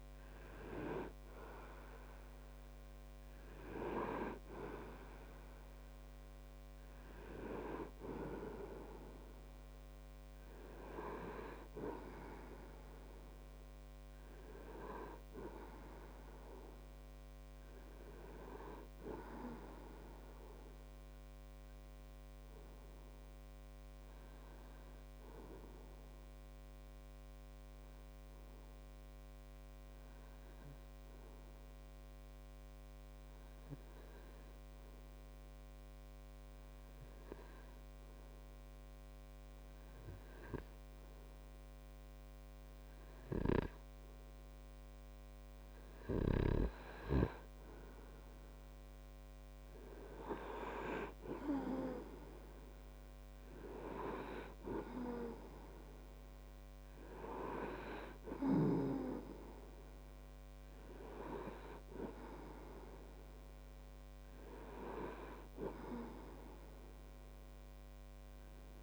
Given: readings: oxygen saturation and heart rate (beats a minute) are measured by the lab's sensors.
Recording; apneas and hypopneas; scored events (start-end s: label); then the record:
breathing in sleep by a microphone on the trachea; 1
27.00-46.50 s: hypopnea (oxygen 97% before, 95% lowest)
48.50-52.50 s: arousal
From the record:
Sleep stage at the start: N2 (light sleep); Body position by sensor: on the right side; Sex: male